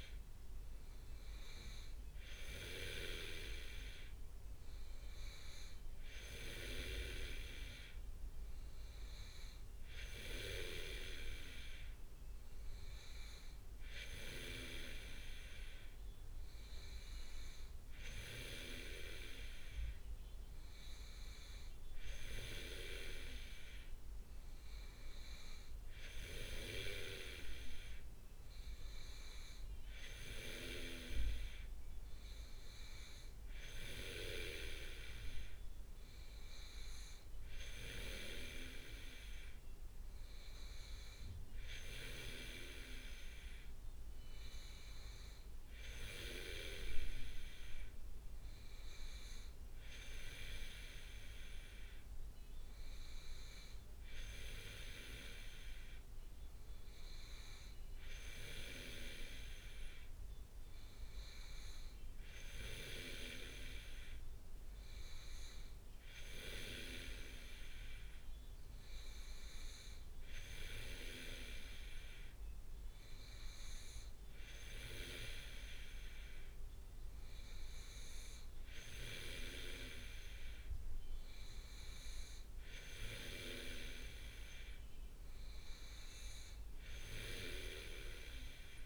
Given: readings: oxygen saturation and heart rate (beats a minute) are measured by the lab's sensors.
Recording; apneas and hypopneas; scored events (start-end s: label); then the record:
breathing in sleep by a room microphone; none
none scored
From the record:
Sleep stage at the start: N2 (light sleep); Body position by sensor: on the back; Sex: male